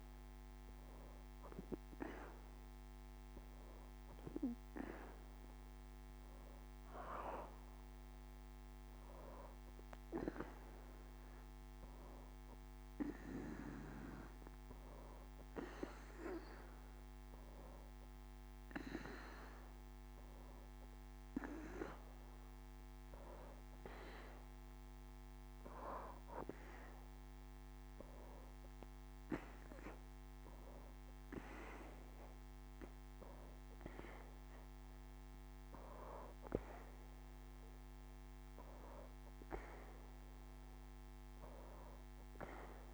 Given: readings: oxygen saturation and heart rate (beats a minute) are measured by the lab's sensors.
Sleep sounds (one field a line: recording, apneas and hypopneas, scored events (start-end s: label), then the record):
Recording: breathing in sleep by a microphone on the trachea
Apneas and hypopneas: none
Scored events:
none scored
From the record:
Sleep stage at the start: N2 (light sleep)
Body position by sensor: on the back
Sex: female